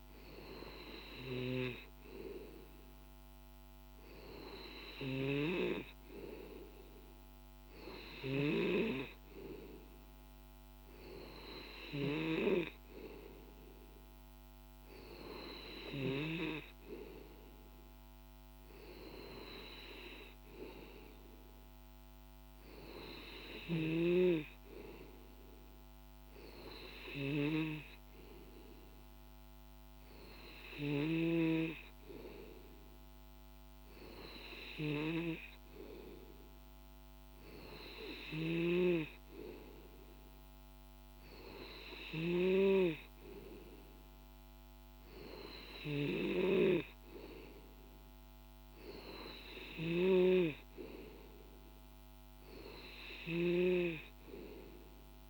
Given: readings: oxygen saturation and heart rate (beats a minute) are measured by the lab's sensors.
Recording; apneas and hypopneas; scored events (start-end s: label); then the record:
breathing in sleep by a microphone on the trachea; none
none scored
From the record:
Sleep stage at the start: N2 (light sleep); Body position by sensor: on the back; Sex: male